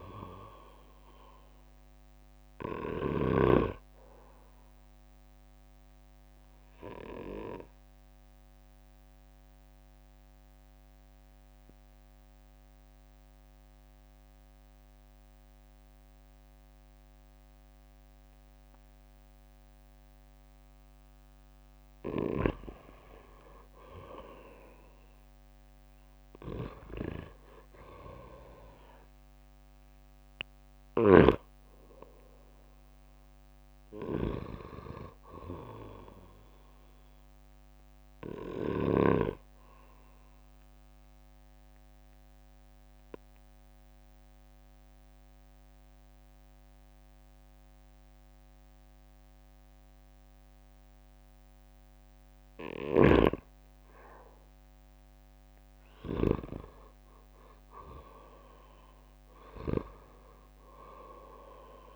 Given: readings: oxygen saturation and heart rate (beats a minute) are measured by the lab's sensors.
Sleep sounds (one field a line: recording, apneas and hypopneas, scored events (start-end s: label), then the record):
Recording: breathing in sleep by a microphone on the trachea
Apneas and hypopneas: 2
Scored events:
0.00-13.00 s: oxygen desaturation (device-marked, oxygen 91% lowest, heart rate 56 extreme)
5.00-21.00 s: obstructive apnea (oxygen 98% before, 90% lowest, heart rate 63 before, 55 extreme, up 11 after)
24.00-27.00 s: arousal
26.00-48.00 s: oxygen desaturation (device-marked, oxygen 97% before, 90% lowest, heart rate 59 before, 55 extreme)
39.50-52.00 s: obstructive apnea (oxygen 97% before, 87% lowest, heart rate 66 before, 54 extreme, up 11 after)
57.50-60.50 s: arousal
59.00-61.96 s: oxygen desaturation (device-marked, oxygen 97% before, 91% lowest, heart rate 60 before, 54 extreme)
From the record:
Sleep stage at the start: N2 (light sleep)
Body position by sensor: on the back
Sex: male